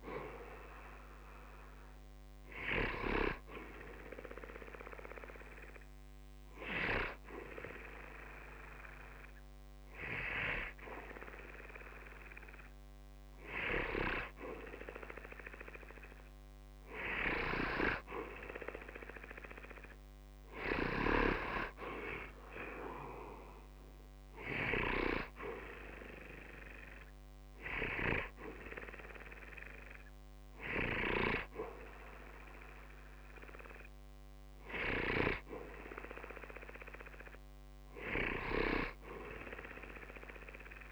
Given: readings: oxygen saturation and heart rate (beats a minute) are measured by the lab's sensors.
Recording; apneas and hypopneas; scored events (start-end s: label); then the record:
breathing in sleep by a microphone on the trachea; 1
6.00-17.00 s: hypopnea (oxygen 93% before, 91% lowest, heart rate 68 before, 60 extreme)
19.00-23.00 s: arousal
From the record:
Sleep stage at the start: N2 (light sleep); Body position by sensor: on the back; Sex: male